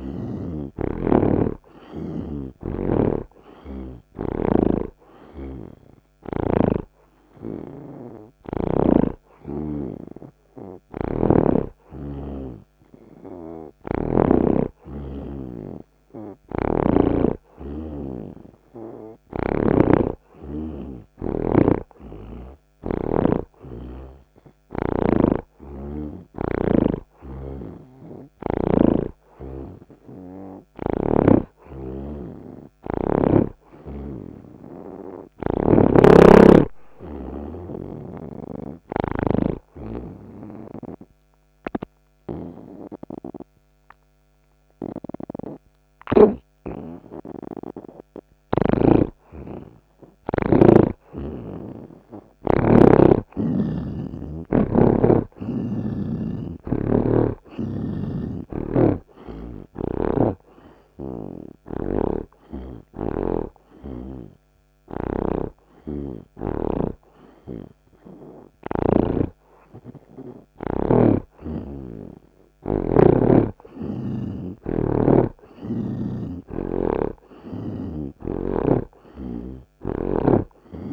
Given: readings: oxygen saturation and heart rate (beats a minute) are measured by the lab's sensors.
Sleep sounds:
breathing in sleep by a microphone on the trachea; 2
0.00-19.50 s: oxygen desaturation (device-marked, oxygen 80% lowest)
3.00-7.00 s: snoring (device-marked)
12.50-80.93 s: new sleep stage, N2 (light sleep)
16.50-26.50 s: snoring (device-marked)
21.50-32.50 s: oxygen desaturation (device-marked, oxygen 86% before, 83% lowest)
31.00-34.50 s: snoring (device-marked)
33.00-36.00 s: arousal
39.50-49.50 s: obstructive apnea (oxygen 86% before, 73% lowest)
51.50-56.00 s: arousal
58.50-69.00 s: snoring (device-marked)
60.50-70.50 s: hypopnea (oxygen 84% before, 73% lowest)
64.50-76.50 s: oxygen desaturation (device-marked, oxygen 85% before, 73% lowest)
71.00-74.50 s: snoring (device-marked)
75.50-80.00 s: arousal
From the record:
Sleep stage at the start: N3 (deep sleep); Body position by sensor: on the right side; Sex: male

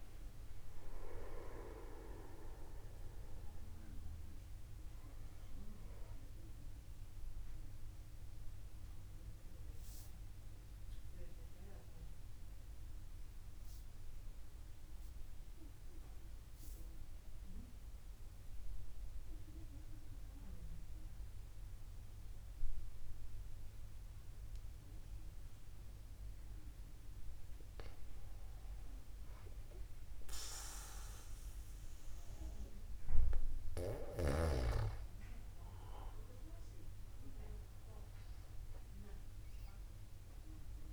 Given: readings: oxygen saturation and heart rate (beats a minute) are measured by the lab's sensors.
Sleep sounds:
breathing in sleep by a room microphone; 1
7.50-26.50 s: mixed apnea (oxygen 96% before, 94% lowest, heart rate 51 before, 50 extreme, up 0 after)
28.00-32.00 s: arousal
From the record:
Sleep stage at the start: N2 (light sleep); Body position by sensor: upright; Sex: male

